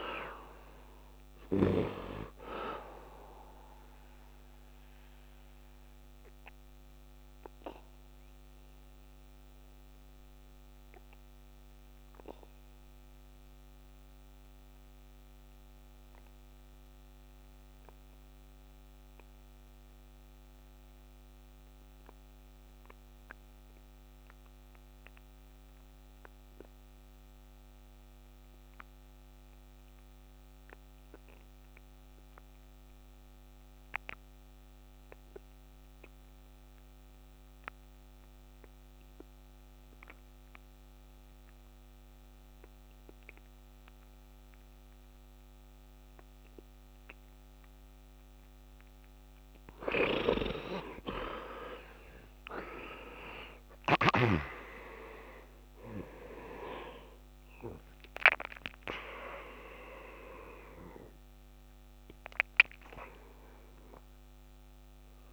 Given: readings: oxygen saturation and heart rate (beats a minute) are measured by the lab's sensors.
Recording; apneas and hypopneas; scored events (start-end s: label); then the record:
breathing in sleep by a microphone on the trachea; 1
0.00-23.00 s: oxygen desaturation (device-marked, oxygen 51% lowest, heart rate 58 extreme)
7.00-48.50 s: obstructive apnea (oxygen 70% before, 44% lowest, heart rate 70 before, 65 extreme, up 15 after)
25.00-65.33 s: oxygen desaturation (device-marked, oxygen 99% before, 44% lowest, heart rate 75 before, 63 extreme)
51.00-56.00 s: arousal
From the record:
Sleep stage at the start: N2 (light sleep); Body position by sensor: on the right side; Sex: male